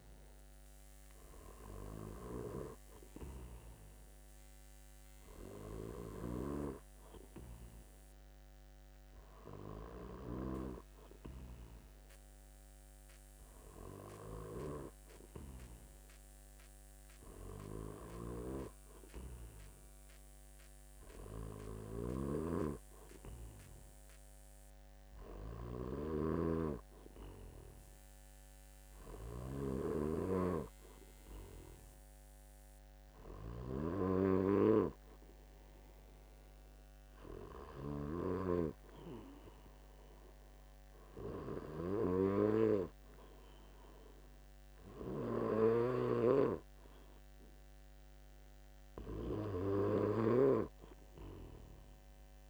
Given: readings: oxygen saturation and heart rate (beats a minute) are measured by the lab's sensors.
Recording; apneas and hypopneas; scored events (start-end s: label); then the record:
breathing in sleep by a microphone on the trachea; none
18.00-38.00 s: snoring (device-marked)
45.50-52.50 s: snoring (device-marked)
From the record:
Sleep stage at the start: N2 (light sleep); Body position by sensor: on the back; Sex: male